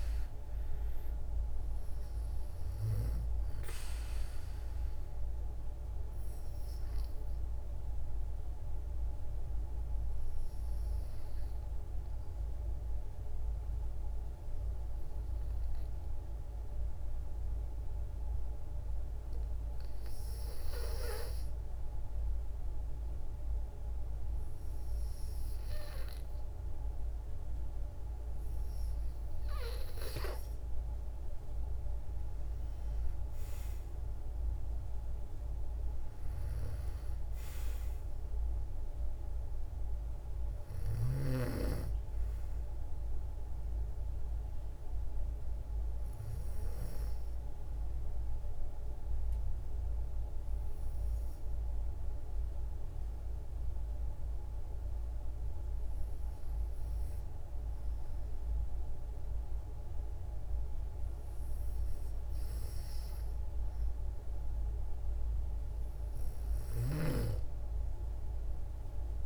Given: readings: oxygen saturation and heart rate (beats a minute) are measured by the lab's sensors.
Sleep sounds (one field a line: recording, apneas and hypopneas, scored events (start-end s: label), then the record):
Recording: breathing in sleep, hard to hear, by a room microphone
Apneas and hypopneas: 2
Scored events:
5.50-21.50 s: hypopnea (oxygen 97% before, 91% lowest, heart rate 56 before, 54 extreme, up 3 after)
27.00-31.00 s: arousal
27.00-56.00 s: oxygen desaturation (device-marked, oxygen 95% before, 91% lowest, heart rate 56 before, 56 extreme)
36.00-41.00 s: snoring (device-marked)
44.00-55.00 s: hypopnea (oxygen 95% before, 91% lowest, heart rate 58 before, 56 extreme, up 2 after)
58.00-62.50 s: arousal
From the record:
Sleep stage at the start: N2 (light sleep)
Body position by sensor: on the back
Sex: female